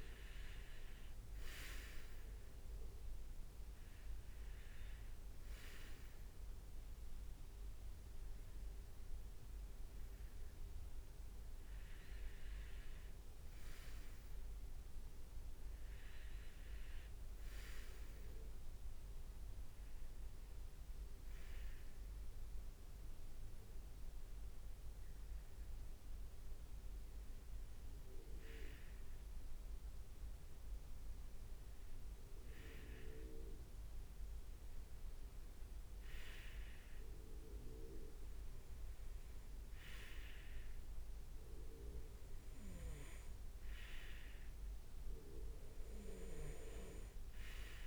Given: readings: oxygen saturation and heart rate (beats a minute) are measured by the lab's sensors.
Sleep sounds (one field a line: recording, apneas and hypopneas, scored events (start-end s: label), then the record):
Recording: breathing in sleep by a room microphone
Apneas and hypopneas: none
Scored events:
none scored
From the record:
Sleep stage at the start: REM sleep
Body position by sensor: on the right side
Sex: male